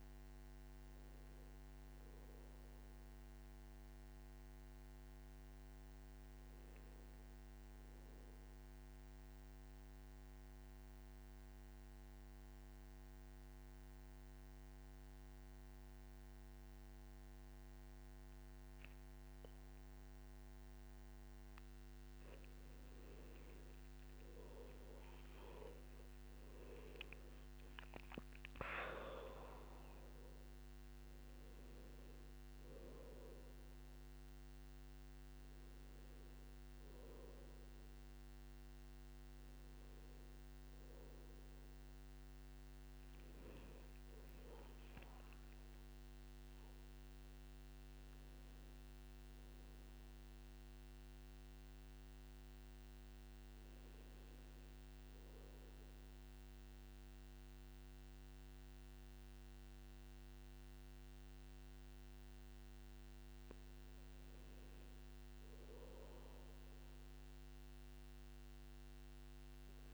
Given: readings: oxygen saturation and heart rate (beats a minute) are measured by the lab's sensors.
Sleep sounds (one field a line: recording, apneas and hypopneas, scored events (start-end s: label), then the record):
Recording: breathing in sleep, hard to hear, by a microphone on the trachea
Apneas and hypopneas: 1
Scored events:
0.00-15.00 s: oxygen desaturation (device-marked, oxygen 92% lowest, heart rate 51 extreme)
10.50-23.00 s: mixed apnea (oxygen 98% before, 92% lowest, heart rate 66 before, 54 extreme, up 24 after)
25.00-29.50 s: arousal
25.00-55.00 s: new sleep stage, N1 (lightest sleep)
29.00-47.00 s: oxygen desaturation (device-marked, oxygen 98% before, 92% lowest, heart rate 59 before, 56 extreme)
55.00-69.94 s: new sleep stage, N2 (light sleep)
From the record:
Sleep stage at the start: N2 (light sleep)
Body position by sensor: on the back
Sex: male